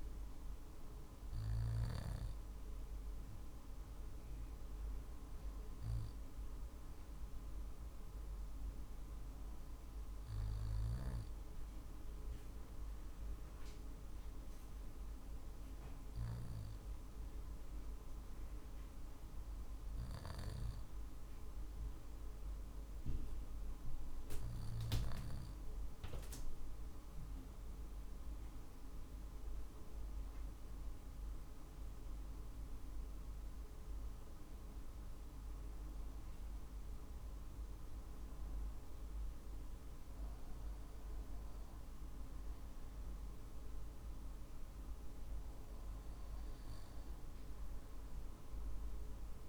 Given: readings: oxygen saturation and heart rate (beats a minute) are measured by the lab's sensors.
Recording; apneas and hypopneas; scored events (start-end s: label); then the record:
breathing in sleep, hard to hear, by a room microphone; 1
3.00-24.00 s: obstructive apnea (oxygen 96% before, 92% lowest, heart rate 47 before, 46 extreme, up 2 after)
25.50-29.00 s: arousal
32.00-49.49 s: drop in pulse transit time (device-marked, heart rate 46 before, 46 extreme)
41.00-49.49 s: new sleep stage, REM sleep
From the record:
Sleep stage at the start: N2 (light sleep); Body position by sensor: on the back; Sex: male